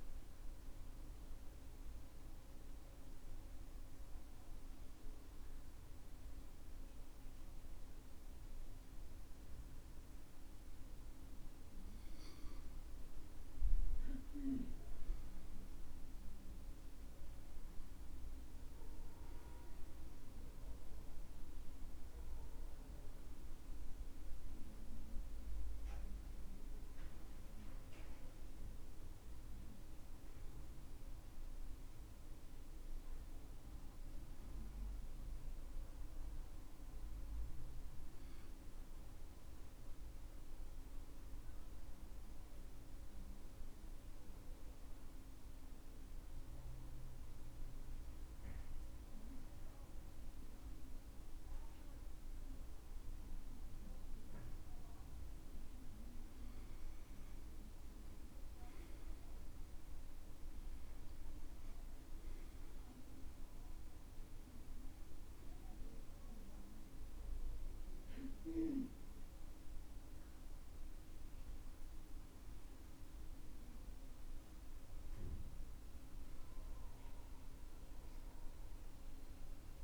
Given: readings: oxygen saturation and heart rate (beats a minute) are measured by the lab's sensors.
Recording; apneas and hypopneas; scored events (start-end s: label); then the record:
breathing in sleep, hard to hear, by a room microphone; 2
1.00-13.00 s: obstructive apnea (oxygen 95% before, 93% lowest, heart rate 68 before, 62 extreme, up 8 after)
15.00-20.00 s: arousal
38.50-54.50 s: obstructive apnea (oxygen 97% before, 93% lowest, heart rate 68 before, 60 extreme, up 10 after)
58.00-63.00 s: arousal
From the record:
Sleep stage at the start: REM sleep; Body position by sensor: on the back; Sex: male